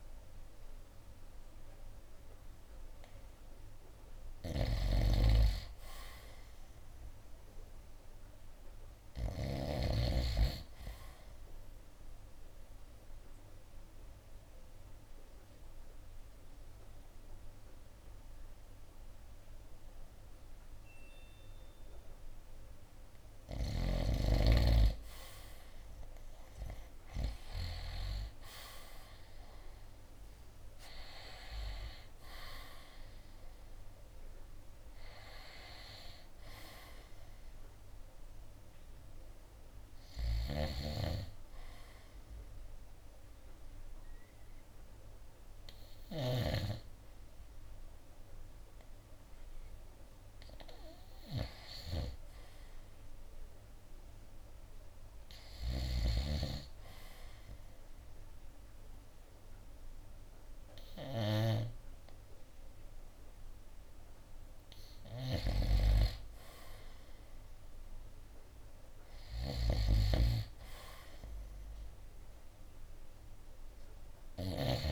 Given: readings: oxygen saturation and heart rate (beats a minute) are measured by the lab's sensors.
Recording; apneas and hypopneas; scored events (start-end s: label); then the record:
breathing in sleep by a room microphone; 2
0.00-3.00 s: oxygen desaturation (device-marked, oxygen 91% lowest, heart rate 59 extreme)
4.50-10.00 s: snoring (device-marked)
7.50-10.50 s: arousal
13.00-24.00 s: obstructive apnea (oxygen 94% before, 88% lowest, heart rate 66 before, 60 extreme, up 23 after)
27.00-41.00 s: drop in pulse transit time (device-marked, heart rate 66 before, 66 extreme)
31.50-35.50 s: arousal
36.00-48.00 s: oxygen desaturation (device-marked, oxygen 94% before, 88% lowest, heart rate 71 before, 62 extreme)
41.50-52.50 s: hypopnea (oxygen 94% before, 88% lowest, heart rate 74 before, 62 extreme, up 1 after)
54.50-59.50 s: arousal
62.00-74.92 s: oxygen desaturation (device-marked, oxygen 97% before, 93% lowest, heart rate 71 before, 63 extreme)
70.00-74.92 s: snoring (device-marked)
From the record:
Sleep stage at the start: N2 (light sleep); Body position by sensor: on the right side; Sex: male